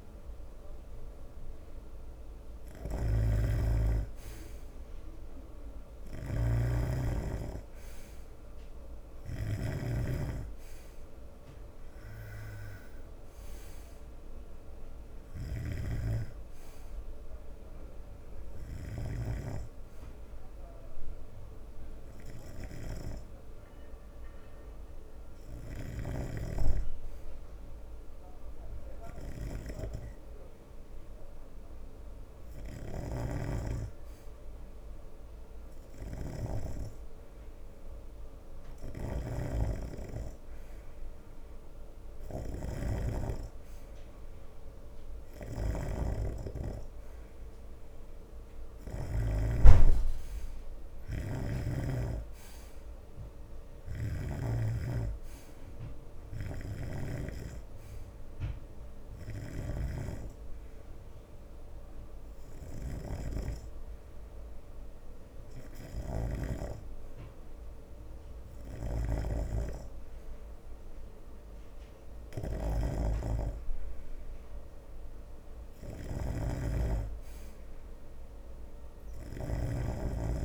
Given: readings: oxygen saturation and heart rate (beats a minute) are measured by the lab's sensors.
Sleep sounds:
breathing in sleep by a room microphone; 2
0.00-50.00 s: snoring (device-marked)
2.50-80.45 s: new sleep stage, N2 (light sleep)
13.50-17.00 s: arousal
21.50-33.00 s: hypopnea (oxygen 91% before, 88% lowest, heart rate 78 before, 74 extreme, up 8 after)
35.00-38.00 s: arousal
57.00-80.45 s: snoring (device-marked)
60.00-70.00 s: hypopnea (oxygen 94% before, 88% lowest, heart rate 81 before, 77 extreme, up 4 after)
73.50-78.00 s: arousal
From the record:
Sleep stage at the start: N3 (deep sleep); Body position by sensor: on the right side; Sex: male

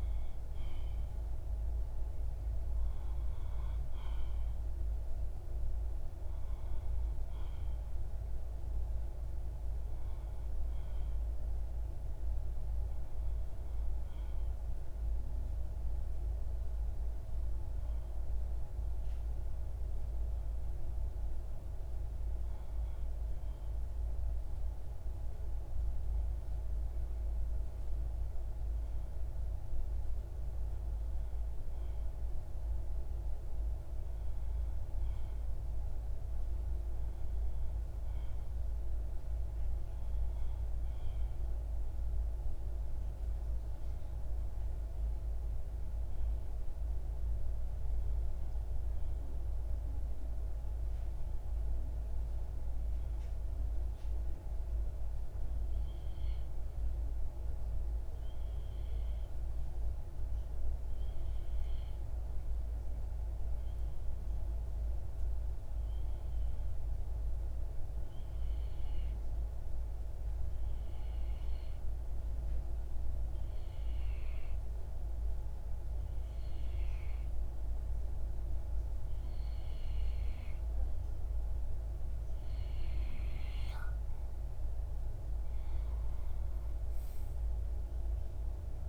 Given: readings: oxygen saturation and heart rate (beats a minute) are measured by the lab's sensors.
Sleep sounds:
breathing in sleep, hard to hear, by a room microphone; 1
38.00-80.00 s: hypopnea (oxygen 96% before, 91% lowest)
42.50-60.50 s: oxygen desaturation (device-marked, oxygen 96% before, 93% lowest)
82.50-87.00 s: arousal
From the record:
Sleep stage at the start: REM sleep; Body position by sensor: on the left side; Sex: male

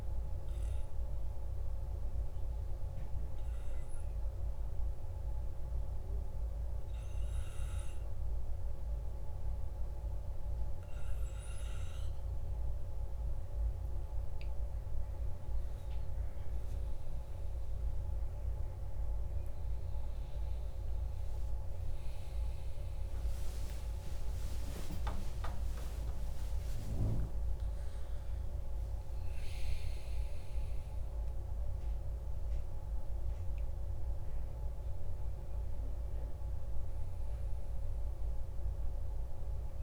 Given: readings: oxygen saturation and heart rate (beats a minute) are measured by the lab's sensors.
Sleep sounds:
breathing in sleep, hard to hear, by a room microphone; 1
0.50-15.00 s: obstructive apnea (oxygen 97% before, 94% lowest, heart rate 56 before, 52 extreme, up 4 after)
22.00-27.00 s: arousal
From the record:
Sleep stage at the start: N2 (light sleep); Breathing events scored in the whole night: 46 in 3.9 hours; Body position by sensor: on the back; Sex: male

